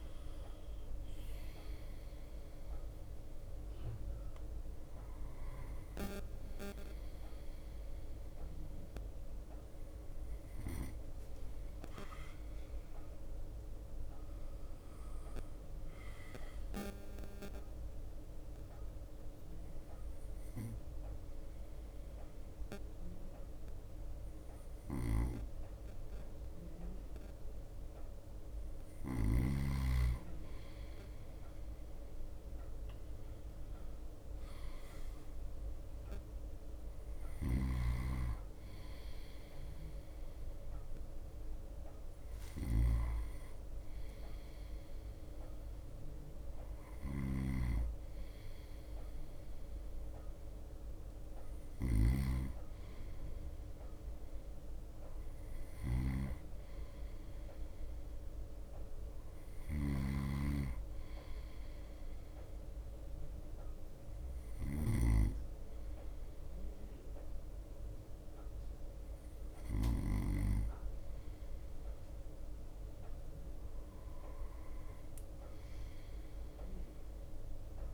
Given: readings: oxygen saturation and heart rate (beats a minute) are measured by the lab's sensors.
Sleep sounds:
breathing in sleep by a room microphone; 1
0.00-11.50 s: bradycardia (device-marked, heart rate 56 extreme)
9.00-27.50 s: hypopnea (oxygen 94% before, 93% lowest, heart rate 58 before, 55 extreme, up 4 after)
12.50-73.50 s: bradycardia (device-marked, heart rate 58 before, 55 extreme)
25.00-30.00 s: snoring (device-marked)
29.00-32.50 s: arousal
33.50-43.50 s: drop in pulse transit time (device-marked, heart rate 57 before, 56 extreme)
47.50-70.50 s: snoring (device-marked)
From the record:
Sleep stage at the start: N2 (light sleep); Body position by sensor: on the right side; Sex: male

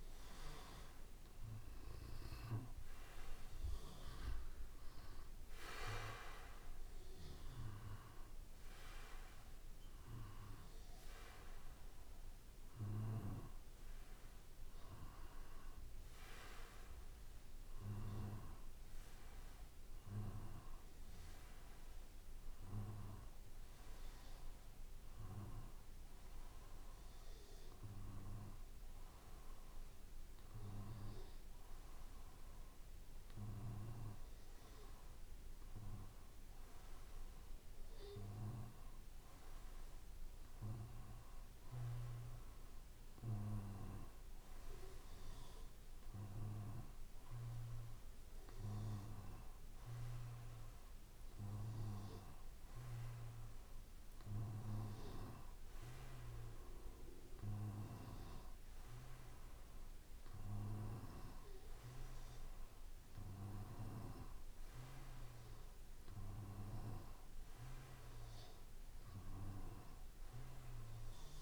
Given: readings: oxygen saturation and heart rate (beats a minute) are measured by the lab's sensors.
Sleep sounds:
breathing in sleep by a room microphone; none
none scored
From the record:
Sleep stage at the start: N2 (light sleep); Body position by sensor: on the back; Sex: male

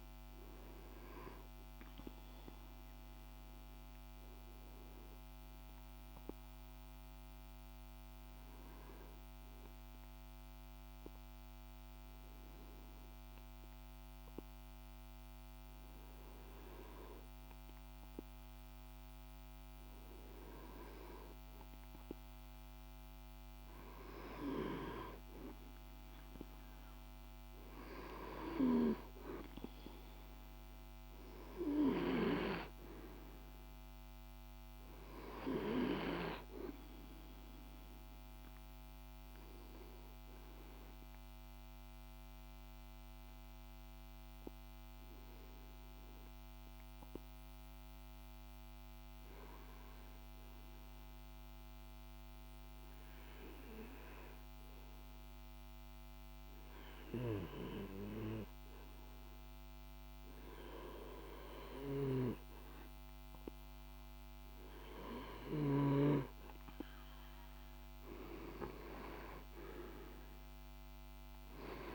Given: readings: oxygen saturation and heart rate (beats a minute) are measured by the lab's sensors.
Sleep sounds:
breathing in sleep by a microphone on the trachea; 2
6.50-22.00 s: obstructive apnea (oxygen 99% before, 91% lowest, heart rate 52 before, 49 extreme, up 4 after)
25.00-30.00 s: arousal
27.50-51.50 s: oxygen desaturation (device-marked, oxygen 98% before, 94% lowest, heart rate 50 before, 50 extreme)
37.50-66.00 s: obstructive apnea (oxygen 98% before, 91% lowest, heart rate 51 before, 50 extreme, up 3 after)
68.00-71.95 s: arousal
68.50-71.95 s: oxygen desaturation (device-marked, oxygen 98% before, 91% lowest, heart rate 51 before, 50 extreme)
From the record:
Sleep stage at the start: REM sleep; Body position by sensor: on the back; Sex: male

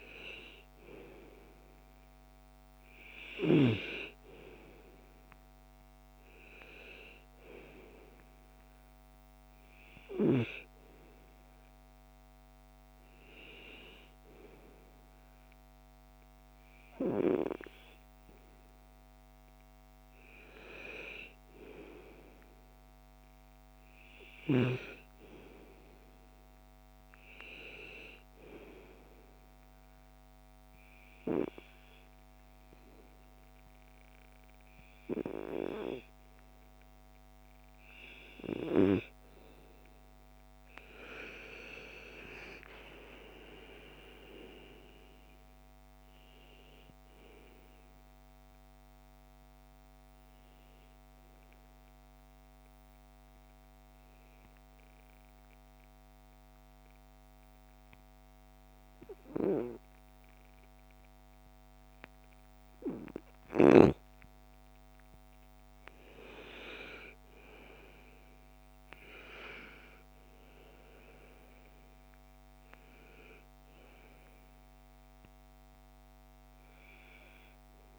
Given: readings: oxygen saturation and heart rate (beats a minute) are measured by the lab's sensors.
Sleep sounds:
breathing in sleep by a microphone on the trachea; 2
9.50-77.99 s: new sleep stage, N2 (light sleep)
28.50-38.50 s: obstructive apnea (oxygen 96% before, 92% lowest, heart rate 62 before, 55 extreme, up 9 after)
40.00-43.50 s: arousal
48.00-61.50 s: hypopnea (oxygen 96% before, 91% lowest, heart rate 63 before, 48 extreme, up 2 after)
64.50-70.00 s: arousal
75.50-77.99 s: oxygen desaturation (device-marked, oxygen 98% before, 92% lowest, heart rate 58 before, 57 extreme)
From the record:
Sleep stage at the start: N1 (lightest sleep); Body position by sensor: on the right side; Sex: female

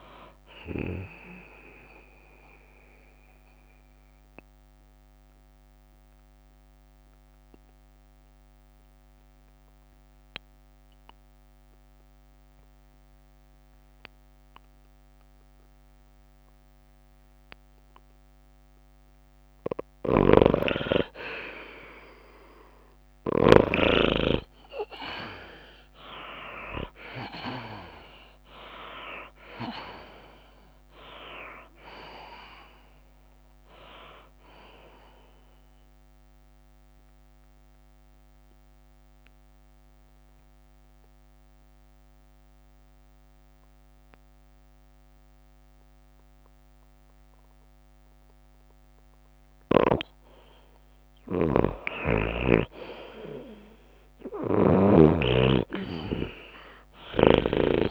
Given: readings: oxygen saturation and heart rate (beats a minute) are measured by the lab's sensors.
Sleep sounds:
breathing in sleep by a microphone on the trachea; 2
0.00-8.00 s: drop in pulse transit time (device-marked, heart rate 108 extreme)
0.00-15.00 s: oxygen desaturation (device-marked, oxygen 74% lowest, heart rate 102 extreme)
0.00-51.00 s: tachycardia (device-marked, heart rate 167 extreme)
3.00-19.00 s: mixed apnea (oxygen 98% before, 74% lowest, heart rate 129 before, 102 extreme, up 48 after)
14.50-16.50 s: long interval between heartbeats (device-marked, heart rate 123 before, 110 extreme)
17.50-19.50 s: long interval between heartbeats (device-marked, heart rate 116 before, 117 extreme)
21.00-23.00 s: long interval between heartbeats (device-marked, heart rate 110 before, 147 extreme)
21.00-24.50 s: snoring (device-marked)
21.50-25.50 s: arousal
25.00-43.00 s: oxygen desaturation (device-marked, oxygen 99% before, 83% lowest, heart rate 117 before, 98 extreme)
27.50-29.50 s: long interval between heartbeats (device-marked, heart rate 121 before, 131 extreme)
28.00-41.00 s: drop in pulse transit time (device-marked, heart rate 122 before, 105 extreme)
37.00-51.50 s: mixed apnea (oxygen 99% before, 80% lowest)
47.50-49.50 s: long interval between heartbeats (device-marked, heart rate 113 before, 109 extreme)
52.00-55.50 s: snoring (device-marked)
53.00-55.00 s: long interval between heartbeats (device-marked, heart rate 107 before, 99 extreme)
53.00-57.91 s: oxygen desaturation (device-marked, oxygen 96% before, 84% lowest)
53.00-57.91 s: tachycardia (device-marked, heart rate 104 before, 142 extreme)
53.50-57.00 s: arousal
54.00-57.00 s: drop in pulse transit time (device-marked, heart rate 107 before, 98 extreme)
From the record:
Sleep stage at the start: N2 (light sleep); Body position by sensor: on the back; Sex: female

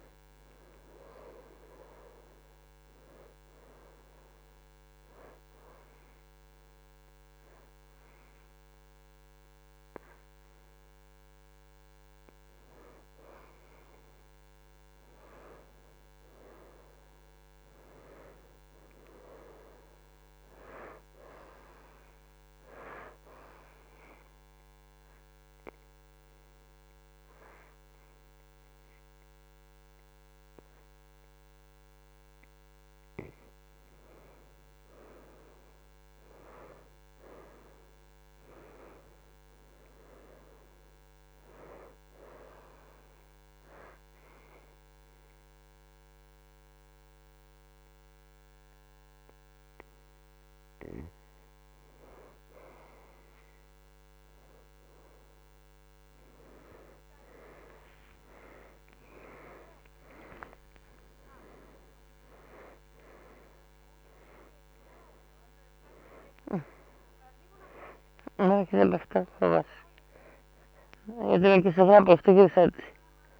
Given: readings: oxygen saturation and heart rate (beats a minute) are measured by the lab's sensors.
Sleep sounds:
breathing in sleep by a microphone on the trachea; 3
2.00-21.00 s: oxygen desaturation (device-marked, oxygen 92% before, 80% lowest, heart rate 76 before, 72 extreme)
3.50-14.00 s: hypopnea (oxygen 92% before, 80% lowest, heart rate 76 before, 72 extreme, up 4 after)
16.50-20.50 s: arousal
23.50-34.00 s: obstructive apnea (oxygen 92% before, 80% lowest, heart rate 76 before, 72 extreme, up 5 after)
27.00-39.00 s: oxygen desaturation (device-marked, oxygen 90% before, 82% lowest, heart rate 76 before, 72 extreme)
36.50-39.00 s: arousal
43.00-53.00 s: obstructive apnea (oxygen 90% before, 80% lowest, heart rate 77 before, 72 extreme, up 4 after)
52.00-65.00 s: oxygen desaturation (device-marked, oxygen 88% before, 80% lowest, heart rate 77 before, 75 extreme)
69.00-73.40 s: new sleep stage, awake
From the record:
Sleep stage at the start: N1 (lightest sleep); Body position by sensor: on the right side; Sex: female

